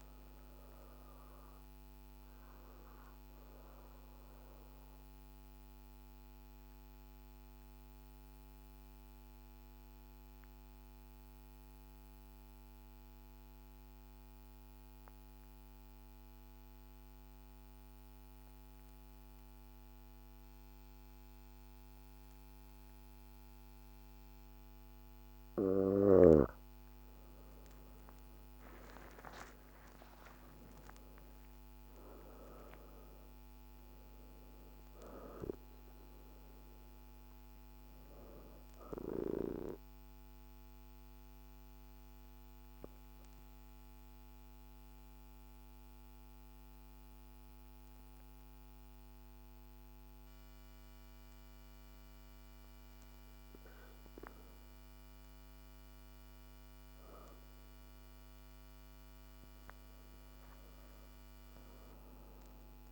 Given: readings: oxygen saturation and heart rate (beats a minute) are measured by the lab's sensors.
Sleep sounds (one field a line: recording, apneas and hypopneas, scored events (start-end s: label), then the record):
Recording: breathing in sleep by a microphone on the trachea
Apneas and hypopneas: 2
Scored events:
0.00-8.00 s: oxygen desaturation (device-marked, oxygen 92% lowest, heart rate 49 extreme)
1.00-62.92 s: new sleep stage, REM sleep
1.50-25.50 s: obstructive apnea (oxygen 98% before, 82% lowest, heart rate 69 before, 49 extreme, up 14 after)
20.00-50.00 s: oxygen desaturation (device-marked, oxygen 99% before, 82% lowest, heart rate 51 before, 50 extreme)
28.00-32.50 s: arousal
40.00-52.50 s: obstructive apnea (oxygen 99% before, 82% lowest, heart rate 57 before, 50 extreme, up 4 after)
55.50-59.00 s: arousal
From the record:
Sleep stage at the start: N2 (light sleep)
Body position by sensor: on the back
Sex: female